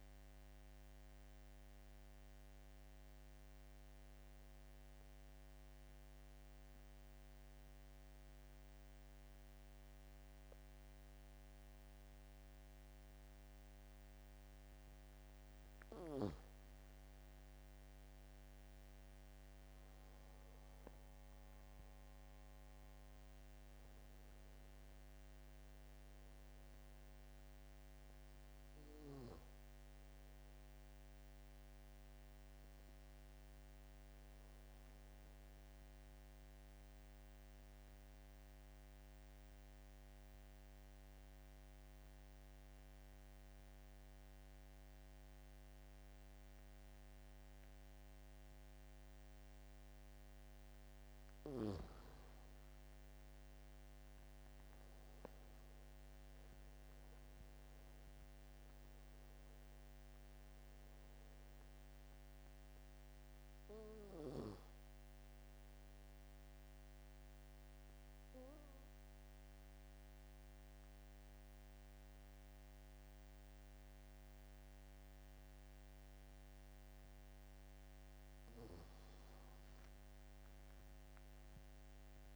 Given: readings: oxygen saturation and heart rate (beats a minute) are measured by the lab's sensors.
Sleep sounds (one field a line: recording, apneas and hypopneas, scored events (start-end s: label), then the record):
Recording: breathing in sleep, hard to hear, by a microphone on the trachea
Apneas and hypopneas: 3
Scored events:
5.00-16.00 s: central apnea (oxygen 98% before, 87% lowest, heart rate 91 before, 71 extreme, up 15 after)
17.50-21.00 s: arousal
19.00-43.00 s: oxygen desaturation (device-marked, oxygen 99% before, 87% lowest, heart rate 79 before, 71 extreme)
35.00-50.50 s: obstructive apnea (oxygen 99% before, 87% lowest, heart rate 80 before, 71 extreme, up 9 after)
52.50-56.50 s: arousal
53.00-79.00 s: oxygen desaturation (device-marked, oxygen 98% before, 87% lowest, heart rate 74 before, 71 extreme)
66.00-78.00 s: obstructive apnea (oxygen 98% before, 87% lowest, heart rate 76 before, 71 extreme, up 8 after)
80.00-82.36 s: arousal
From the record:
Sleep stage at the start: N2 (light sleep)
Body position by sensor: on the back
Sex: male